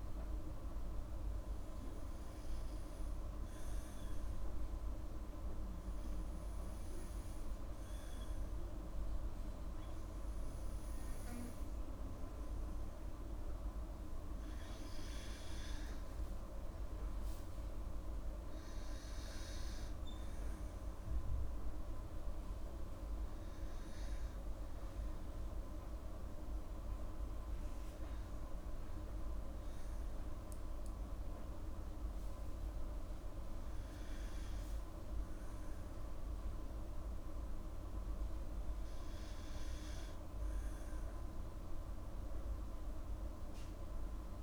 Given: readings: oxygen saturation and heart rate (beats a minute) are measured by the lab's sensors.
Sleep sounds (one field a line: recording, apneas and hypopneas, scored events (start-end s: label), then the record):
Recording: breathing in sleep, hard to hear, by a room microphone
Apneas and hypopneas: none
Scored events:
none scored
From the record:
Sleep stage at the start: N2 (light sleep)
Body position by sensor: on the back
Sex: female